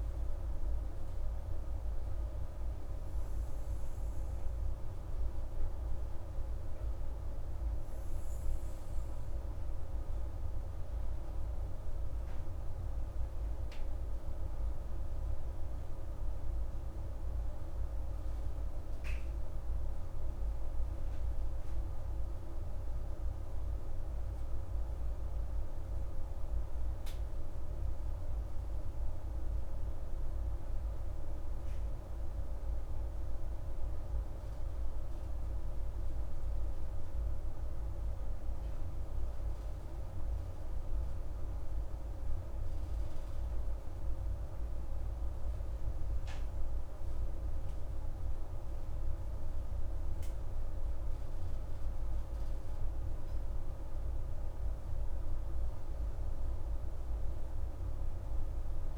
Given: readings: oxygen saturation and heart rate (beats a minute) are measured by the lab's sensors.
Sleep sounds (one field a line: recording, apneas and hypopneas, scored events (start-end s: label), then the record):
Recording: breathing in sleep, hard to hear, by a room microphone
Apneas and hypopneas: none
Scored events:
12.50-17.50 s: arousal
50.00-54.00 s: arousal
From the record:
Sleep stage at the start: N2 (light sleep)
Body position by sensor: on the right side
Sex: female